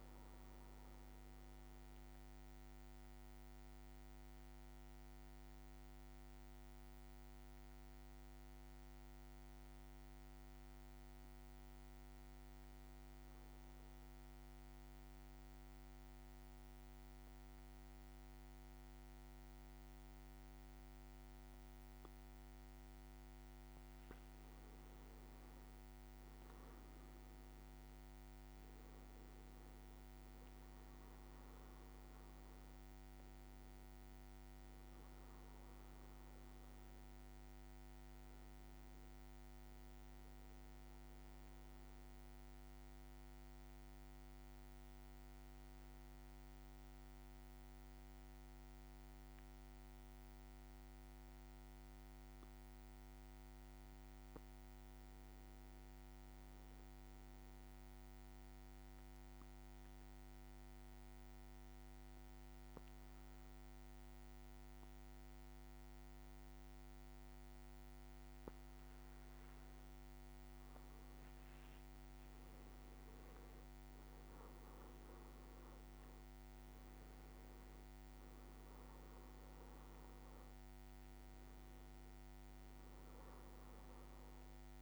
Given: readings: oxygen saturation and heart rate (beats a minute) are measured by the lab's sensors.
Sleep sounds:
breathing in sleep, hard to hear, by a microphone on the trachea; 2
0.50-21.50 s: central apnea (oxygen 99% before, 95% lowest, heart rate 61 before, 54 extreme, up 4 after)
23.00-25.50 s: leg movement (device-marked)
24.00-28.50 s: arousal
31.50-52.50 s: oxygen desaturation (device-marked, oxygen 99% before, 95% lowest, heart rate 57 before, 53 extreme)
53.00-55.50 s: leg movement (device-marked)
56.50-69.50 s: mixed apnea (oxygen 99% before, 94% lowest, heart rate 54 before, 56 extreme, up 3 after)
71.00-72.50 s: leg movement (device-marked)
76.50-84.82 s: new sleep stage, awake
79.50-84.82 s: oxygen desaturation (device-marked, oxygen 97% before, 94% lowest, heart rate 57 before, 55 extreme)
From the record:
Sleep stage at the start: N2 (light sleep); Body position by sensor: on the back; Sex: male

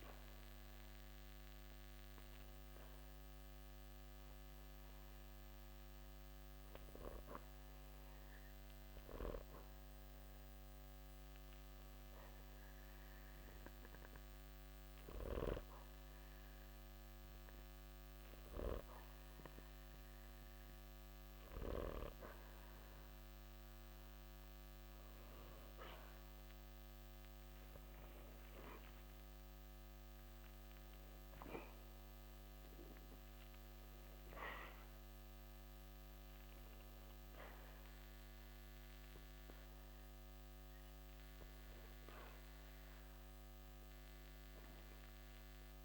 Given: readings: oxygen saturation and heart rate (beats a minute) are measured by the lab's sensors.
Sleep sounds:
breathing in sleep by a microphone on the trachea; 1
3.00-23.50 s: hypopnea (oxygen 94% before, 91% lowest, heart rate 67 before, 56 extreme, up 9 after)
22.00-45.85 s: oxygen desaturation (device-marked, oxygen 95% before, 91% lowest, heart rate 57 before, 55 extreme)
27.50-32.00 s: arousal
From the record:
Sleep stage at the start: N2 (light sleep); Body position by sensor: on the back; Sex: male

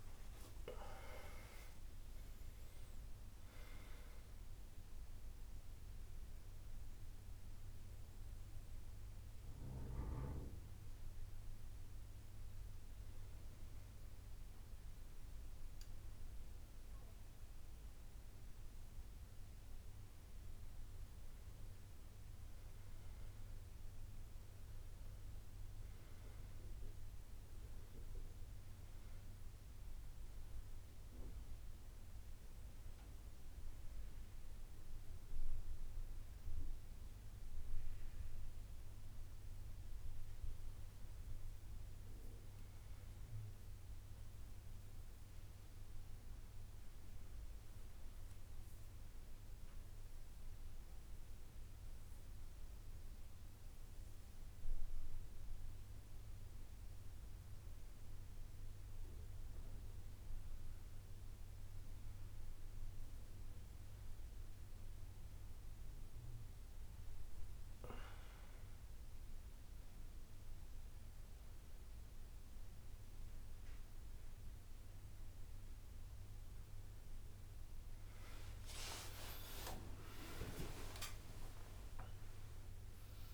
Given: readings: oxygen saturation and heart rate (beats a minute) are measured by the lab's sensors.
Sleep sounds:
breathing in sleep by a room microphone; none
0.00-2.00 s: arousal
0.00-2.00 s: long interval between heartbeats (device-marked, heart rate 69 before, 89 extreme)
56.00-58.00 s: long interval between heartbeats (device-marked, heart rate 64 before, 64 extreme)
76.00-81.00 s: arousal
From the record:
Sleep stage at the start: N1 (lightest sleep); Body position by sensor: on the back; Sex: male

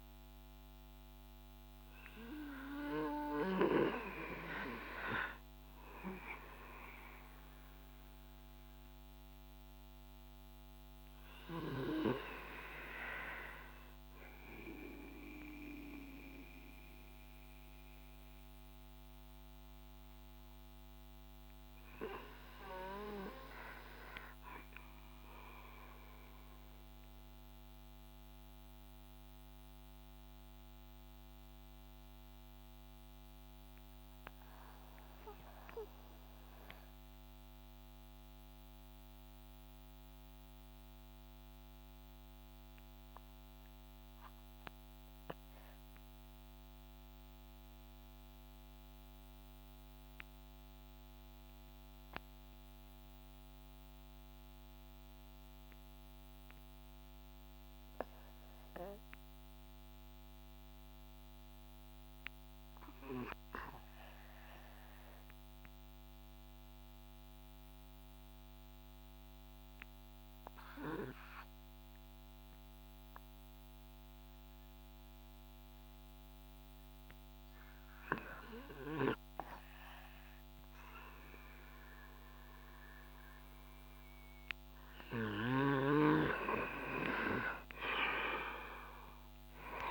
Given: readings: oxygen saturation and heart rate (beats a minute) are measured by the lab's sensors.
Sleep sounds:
breathing in sleep by a microphone on the trachea; 1
26.00-78.50 s: mixed apnea (oxygen 98% before, 87% lowest)
46.00-89.91 s: oxygen desaturation (device-marked, oxygen 96% before, 87% lowest)
84.50-89.91 s: snoring (device-marked)
From the record:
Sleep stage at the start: REM sleep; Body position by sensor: on the back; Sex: male

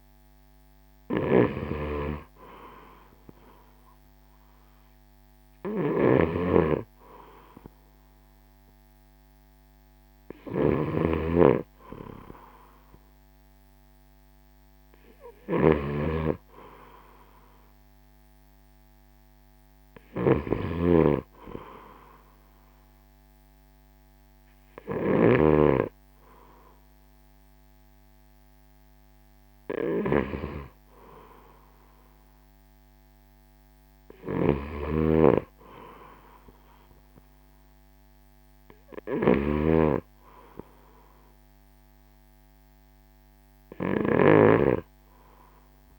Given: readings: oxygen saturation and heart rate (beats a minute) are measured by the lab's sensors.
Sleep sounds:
breathing in sleep by a microphone on the trachea; none
0.00-25.50 s: snoring (device-marked)
34.50-45.99 s: snoring (device-marked)
From the record:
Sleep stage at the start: N3 (deep sleep); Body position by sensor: on the right side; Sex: male

